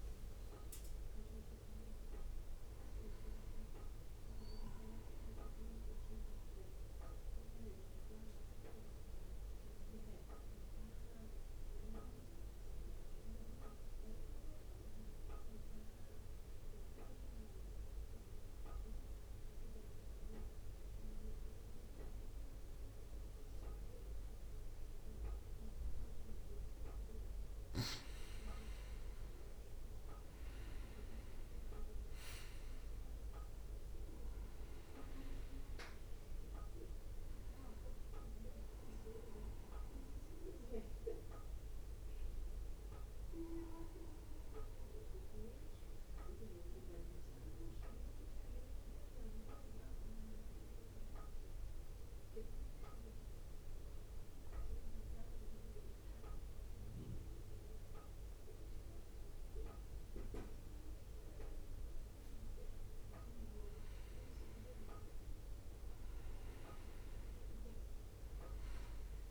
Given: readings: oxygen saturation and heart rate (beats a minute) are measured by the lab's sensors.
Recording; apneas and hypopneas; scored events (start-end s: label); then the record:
breathing in sleep by a room microphone; 2
0.00-2.50 s: oxygen desaturation (device-marked, oxygen 91% lowest, heart rate 57 extreme)
2.00-5.00 s: arousal
6.50-27.00 s: mixed apnea (oxygen 96% before, 91% lowest, heart rate 66 before, 57 extreme, up 4 after)
29.50-44.50 s: drop in pulse transit time (device-marked, heart rate 61 before, 60 extreme)
30.50-36.00 s: arousal
30.50-55.50 s: oxygen desaturation (device-marked, oxygen 97% before, 91% lowest, heart rate 61 before, 58 extreme)
45.00-62.00 s: central apnea (oxygen 97% before, 91% lowest, heart rate 63 before, 58 extreme, up 2 after)
64.50-69.00 s: arousal
From the record:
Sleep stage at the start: N2 (light sleep); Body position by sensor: on the back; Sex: male